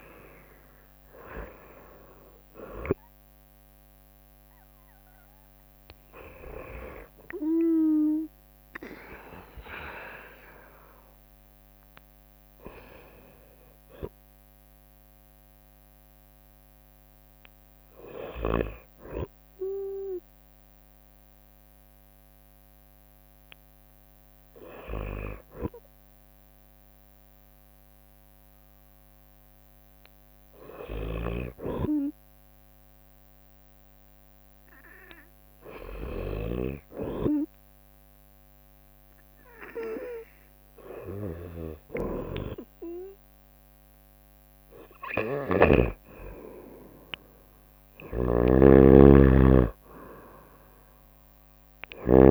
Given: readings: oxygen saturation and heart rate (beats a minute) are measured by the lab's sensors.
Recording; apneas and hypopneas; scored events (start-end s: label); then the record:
breathing in sleep by a microphone on the trachea; none
0.00-12.50 s: drop in pulse transit time (device-marked, heart rate 66 extreme)
0.00-18.50 s: oxygen desaturation (device-marked, oxygen 89% lowest, heart rate 63 extreme)
24.00-28.00 s: arousal
31.00-46.00 s: snoring (device-marked)
32.50-44.50 s: drop in pulse transit time (device-marked, heart rate 66 before, 63 extreme)
48.00-52.31 s: snoring (device-marked)
From the record:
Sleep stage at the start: N2 (light sleep); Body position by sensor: on the right side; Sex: female